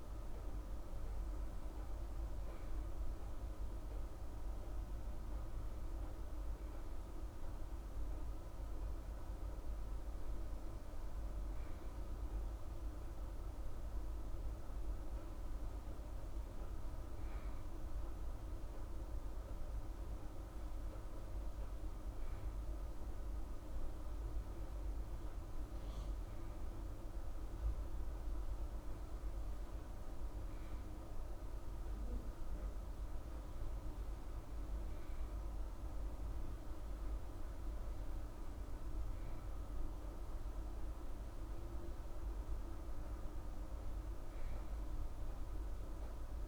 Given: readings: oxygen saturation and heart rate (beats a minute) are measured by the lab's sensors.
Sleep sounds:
breathing in sleep, hard to hear, by a room microphone; none
none scored
From the record:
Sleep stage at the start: N2 (light sleep); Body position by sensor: on the right side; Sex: female

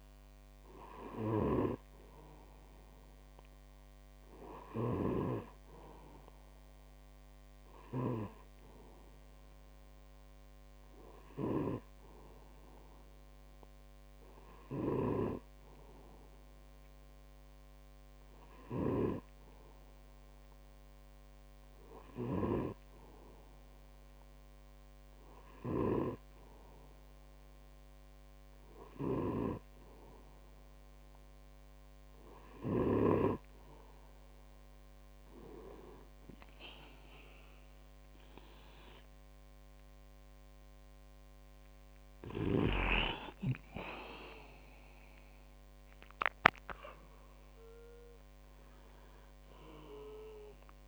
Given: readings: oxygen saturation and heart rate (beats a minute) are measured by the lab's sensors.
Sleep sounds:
breathing in sleep by a microphone on the trachea; none
25.50-29.50 s: snoring (device-marked)
43.00-47.00 s: arousal
From the record:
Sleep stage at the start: N2 (light sleep); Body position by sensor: on the back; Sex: male

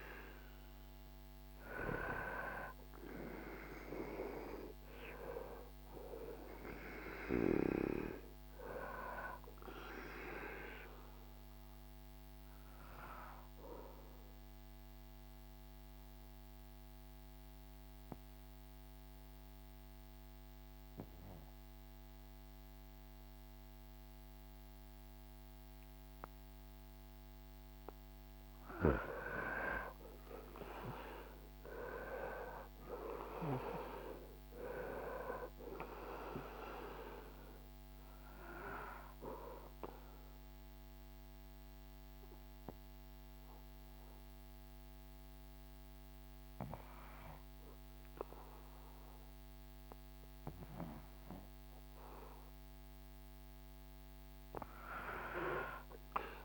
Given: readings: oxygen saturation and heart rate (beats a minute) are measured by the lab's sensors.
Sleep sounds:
breathing in sleep by a microphone on the trachea; 2
0.00-1.00 s: arousal
10.50-27.00 s: obstructive apnea (oxygen 98% before, 94% lowest, heart rate 74 before, 70 extreme, up 9 after)
29.50-33.50 s: arousal
38.50-51.50 s: obstructive apnea (oxygen 98% before, 94% lowest, heart rate 75 before, 69 extreme, up 6 after)
From the record:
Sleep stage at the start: REM sleep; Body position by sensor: on the back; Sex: male

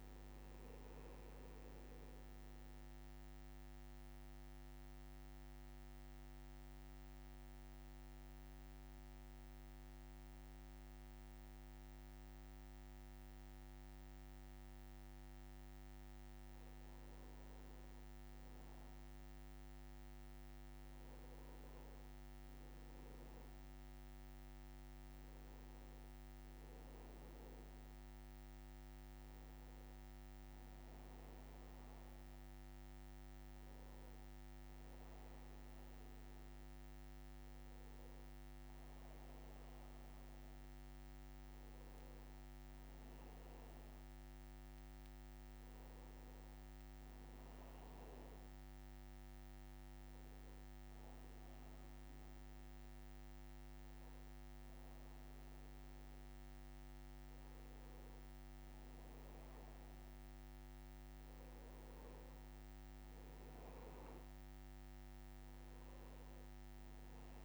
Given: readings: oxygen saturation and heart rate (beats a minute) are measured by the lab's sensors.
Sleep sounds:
breathing in sleep, hard to hear, by a microphone on the trachea; 1
3.00-16.50 s: central apnea (oxygen 96% before, 93% lowest, heart rate 61 before, 60 extreme, up 2 after)
18.50-23.00 s: arousal
29.00-38.00 s: oxygen desaturation (device-marked, oxygen 97% before, 94% lowest, heart rate 61 before, 61 extreme)
41.00-67.45 s: new sleep stage, N2 (light sleep)
From the record:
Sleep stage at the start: N1 (lightest sleep); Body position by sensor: on the back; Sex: male

